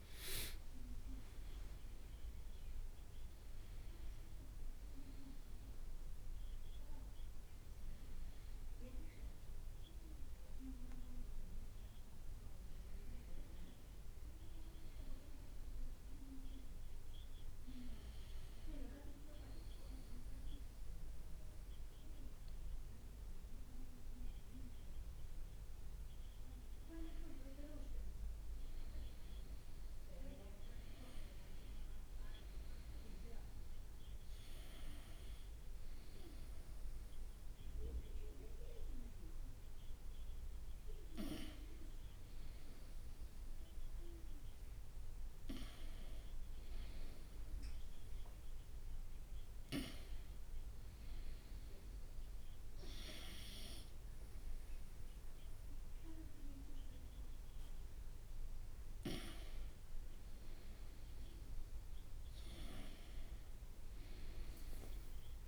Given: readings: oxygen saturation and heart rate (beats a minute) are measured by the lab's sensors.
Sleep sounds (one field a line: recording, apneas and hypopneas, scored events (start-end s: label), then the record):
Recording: breathing in sleep by a room microphone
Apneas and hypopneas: 1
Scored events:
0.00-8.00 s: oxygen desaturation (device-marked, oxygen 95% before, 91% lowest, heart rate 66 before, 65 extreme)
2.00-14.00 s: drop in pulse transit time (device-marked, heart rate 66 before, 70 extreme)
19.00-29.00 s: obstructive apnea (oxygen 96% before, 93% lowest, heart rate 72 before, 64 extreme, up 4 after)
31.50-35.50 s: arousal
35.00-65.48 s: new sleep stage, N2 (light sleep)
From the record:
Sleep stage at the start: N1 (lightest sleep)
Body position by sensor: on the right side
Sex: male